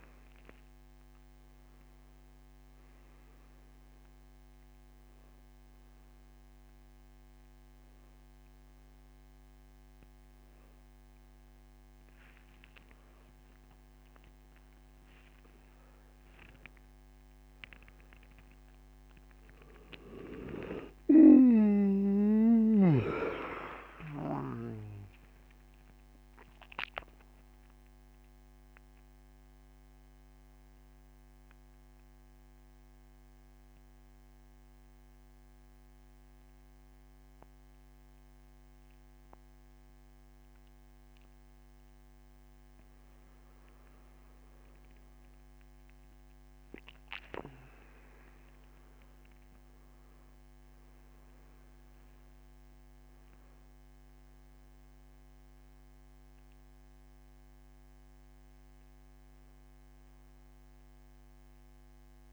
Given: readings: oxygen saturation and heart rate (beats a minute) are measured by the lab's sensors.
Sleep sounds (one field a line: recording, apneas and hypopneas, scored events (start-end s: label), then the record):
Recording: breathing in sleep by a microphone on the trachea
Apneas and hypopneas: 1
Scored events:
21.50-26.50 s: arousal
31.50-43.00 s: central apnea (oxygen 97% before, 91% lowest, heart rate 93 before, 80 extreme, up 11 after)
45.00-48.00 s: arousal
45.50-60.50 s: oxygen desaturation (device-marked, oxygen 99% before, 91% lowest, heart rate 88 before, 80 extreme)
53.50-62.33 s: new sleep stage, N2 (light sleep)
From the record:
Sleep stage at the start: N1 (lightest sleep)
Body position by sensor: on the back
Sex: male